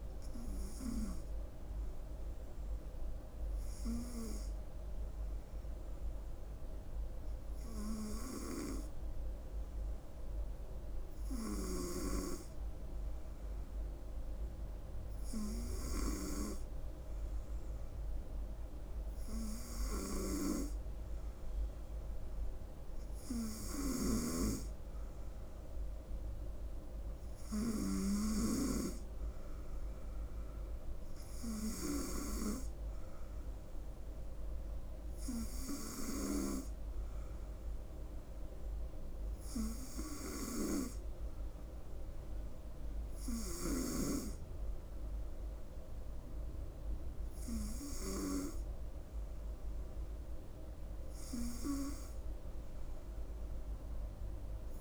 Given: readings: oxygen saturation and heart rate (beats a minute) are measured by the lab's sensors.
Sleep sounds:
breathing in sleep by a room microphone; none
29.00-54.81 s: new sleep stage, N3 (deep sleep)
From the record:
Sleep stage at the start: N2 (light sleep); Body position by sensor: on the front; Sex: female

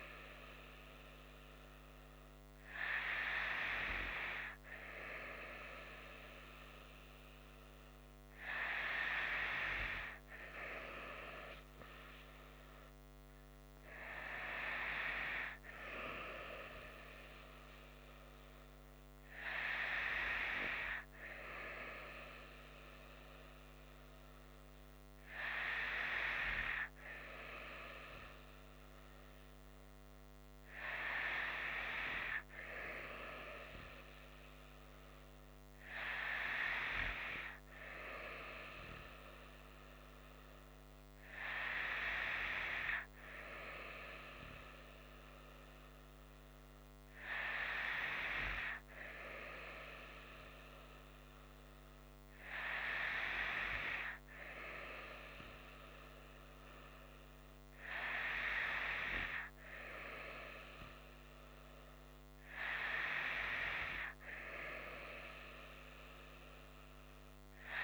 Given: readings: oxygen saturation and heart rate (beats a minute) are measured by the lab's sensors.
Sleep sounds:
breathing in sleep by a microphone on the trachea; none
none scored
From the record:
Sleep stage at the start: N2 (light sleep); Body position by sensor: on the right side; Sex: female

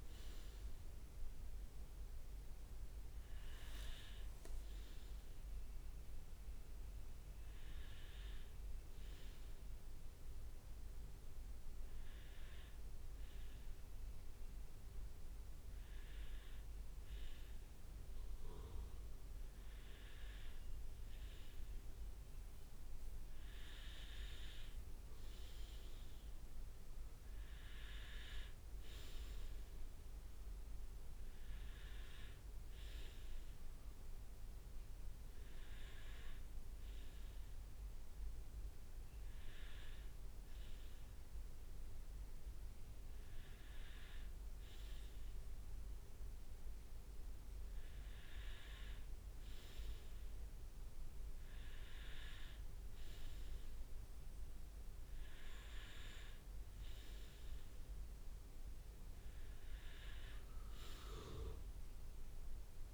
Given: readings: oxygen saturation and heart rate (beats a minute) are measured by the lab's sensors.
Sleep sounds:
breathing in sleep by a room microphone; none
16.00-62.94 s: new sleep stage, N2 (light sleep)
From the record:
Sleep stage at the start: N1 (lightest sleep); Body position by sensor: on the right side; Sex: male

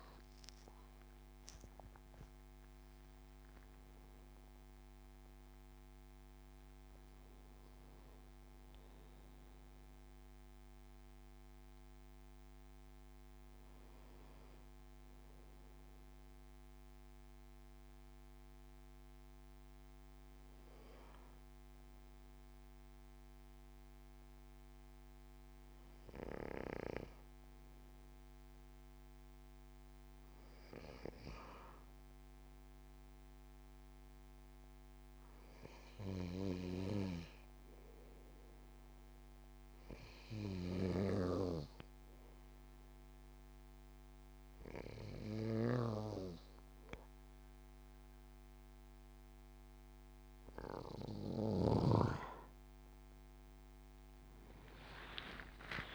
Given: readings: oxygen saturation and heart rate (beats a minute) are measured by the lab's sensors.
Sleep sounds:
breathing in sleep by a microphone on the trachea; 1
0.00-15.50 s: oxygen desaturation (device-marked, oxygen 90% lowest, heart rate 69 extreme)
14.50-51.50 s: hypopnea (oxygen 96% before, 94% lowest, heart rate 83 before, 63 extreme, up 13 after)
40.50-55.95 s: oxygen desaturation (device-marked, oxygen 98% before, 94% lowest, heart rate 75 before, 63 extreme)
53.50-55.95 s: arousal
55.50-55.95 s: new sleep stage, REM sleep
From the record:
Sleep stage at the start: N2 (light sleep); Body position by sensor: on the back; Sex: male

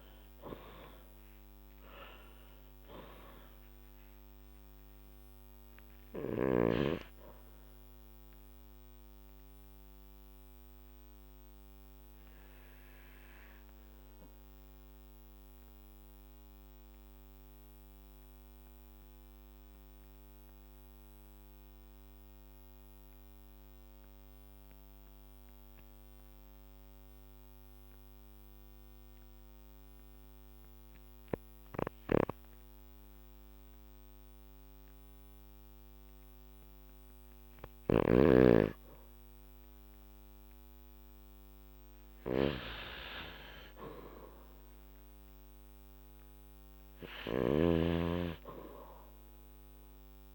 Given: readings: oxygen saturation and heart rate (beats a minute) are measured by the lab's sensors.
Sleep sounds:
breathing in sleep by a microphone on the trachea; 1
0.00-3.00 s: arousal
0.00-4.50 s: oxygen desaturation (device-marked, oxygen 92% lowest, heart rate 48 extreme)
8.50-35.50 s: obstructive apnea (oxygen 96% before, 90% lowest, heart rate 56 before, 48 extreme, up 7 after)
26.50-38.50 s: oxygen desaturation (device-marked, oxygen 96% before, 90% lowest, heart rate 52 before, 49 extreme)
31.50-50.35 s: snoring (device-marked)
40.50-44.00 s: arousal
From the record:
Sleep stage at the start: N2 (light sleep); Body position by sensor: on the back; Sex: male

